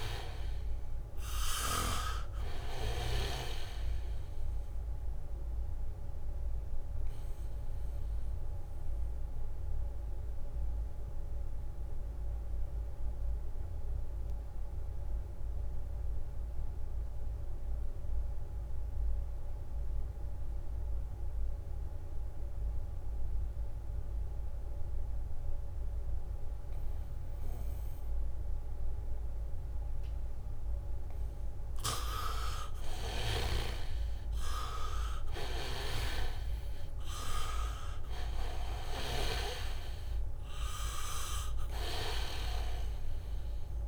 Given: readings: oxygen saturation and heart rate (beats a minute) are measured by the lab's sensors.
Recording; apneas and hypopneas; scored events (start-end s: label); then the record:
breathing in sleep by a room microphone; 1
0.00-2.00 s: arousal
0.00-2.50 s: snoring (device-marked)
0.00-21.00 s: oxygen desaturation (device-marked, oxygen 80% lowest, heart rate 67 extreme)
1.50-7.00 s: leg movement (device-marked)
7.00-28.50 s: obstructive apnea (oxygen 99% before, 78% lowest, heart rate 70 before, 68 extreme, up 1 after)
10.00-11.50 s: leg movement (device-marked)
23.50-26.50 s: leg movement (device-marked)
27.00-43.87 s: oxygen desaturation (device-marked, oxygen 99% before, 78% lowest, heart rate 71 before, 68 extreme)
29.50-36.50 s: leg movement (device-marked)
33.00-37.00 s: arousal
37.00-43.87 s: leg movement (device-marked)
From the record:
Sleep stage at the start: N2 (light sleep); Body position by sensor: on the back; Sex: male